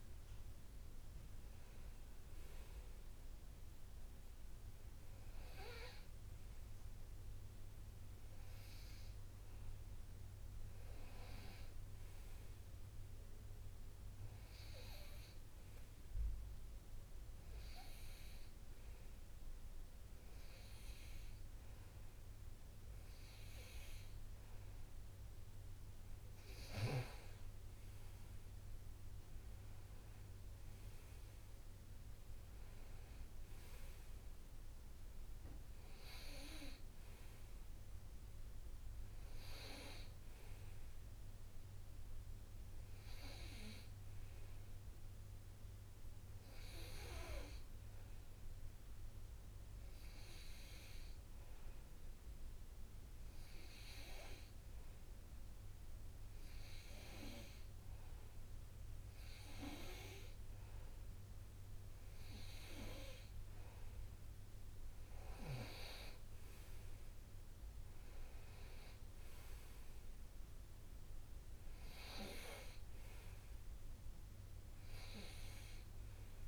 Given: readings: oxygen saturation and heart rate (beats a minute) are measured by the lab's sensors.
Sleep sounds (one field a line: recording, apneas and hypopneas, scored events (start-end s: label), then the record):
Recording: breathing in sleep by a room microphone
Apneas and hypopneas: 2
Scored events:
9.50-11.50 s: long interval between heartbeats (device-marked, heart rate 73 before, 69 extreme)
17.00-28.00 s: hypopnea (oxygen 98% before, 96% lowest, heart rate 72 before, 66 extreme, up 8 after)
32.00-35.50 s: arousal
46.00-63.50 s: hypopnea (oxygen 98% before, 96% lowest, heart rate 69 before, 58 extreme, up 4 after)
61.50-63.50 s: long interval between heartbeats (device-marked, heart rate 67 before, 65 extreme)
67.00-70.00 s: arousal
From the record:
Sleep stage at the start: N2 (light sleep)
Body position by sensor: on the right side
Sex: male